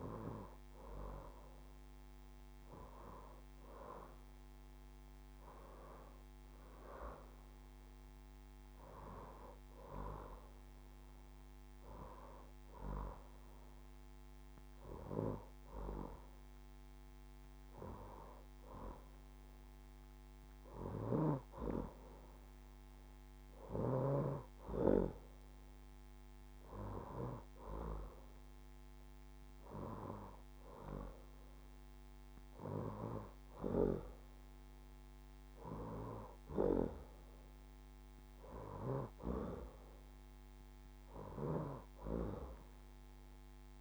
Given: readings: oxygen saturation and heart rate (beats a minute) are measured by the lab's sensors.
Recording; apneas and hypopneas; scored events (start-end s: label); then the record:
breathing in sleep by a microphone on the trachea; none
none scored
From the record:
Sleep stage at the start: N2 (light sleep); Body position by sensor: on the left side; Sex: female